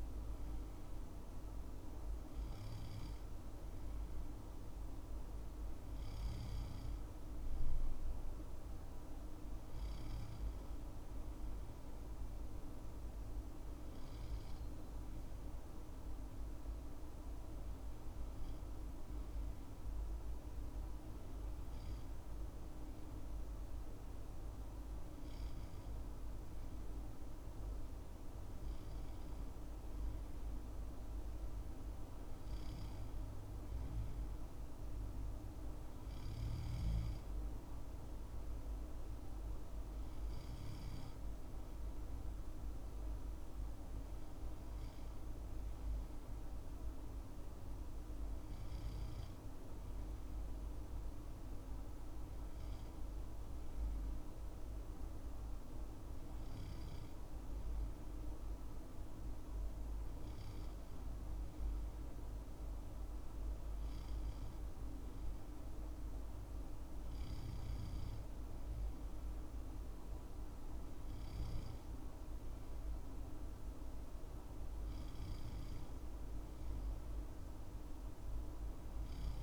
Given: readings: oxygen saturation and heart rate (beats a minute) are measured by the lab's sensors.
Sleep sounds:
breathing in sleep, hard to hear, by a room microphone; none
none scored
From the record:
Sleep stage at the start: N2 (light sleep); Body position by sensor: on the left side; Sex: male

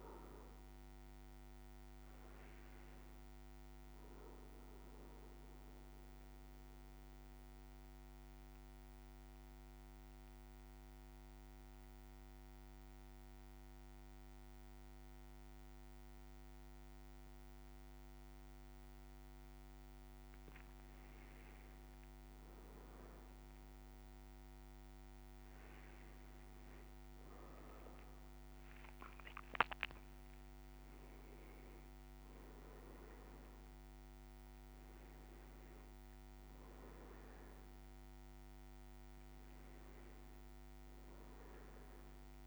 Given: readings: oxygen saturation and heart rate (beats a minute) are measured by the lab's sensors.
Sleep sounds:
breathing in sleep, hard to hear, by a microphone on the trachea; 1
0.00-20.00 s: oxygen desaturation (device-marked, oxygen 94% lowest, heart rate 54 extreme)
4.00-20.50 s: central apnea (oxygen 100% before, 94% lowest, heart rate 57 before, 54 extreme, up 5 after)
19.50-22.50 s: leg movement (device-marked)
20.00-42.47 s: new sleep stage, N1 (lightest sleep)
22.00-26.50 s: arousal
From the record:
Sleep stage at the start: N2 (light sleep); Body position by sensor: on the back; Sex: male

